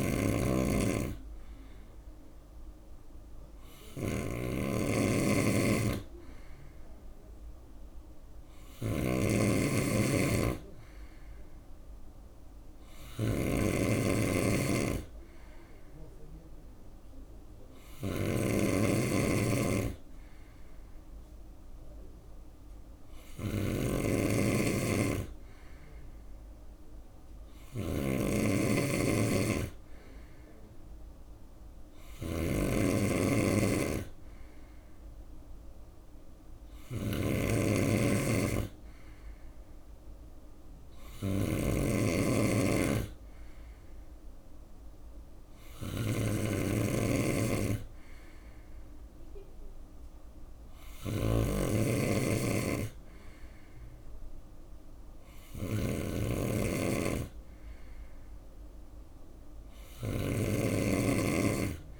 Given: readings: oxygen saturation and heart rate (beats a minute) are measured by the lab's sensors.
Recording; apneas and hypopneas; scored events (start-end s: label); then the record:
breathing in sleep by a room microphone; none
0.00-62.00 s: snoring (device-marked)
From the record:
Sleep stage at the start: N2 (light sleep); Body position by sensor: on the right side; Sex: male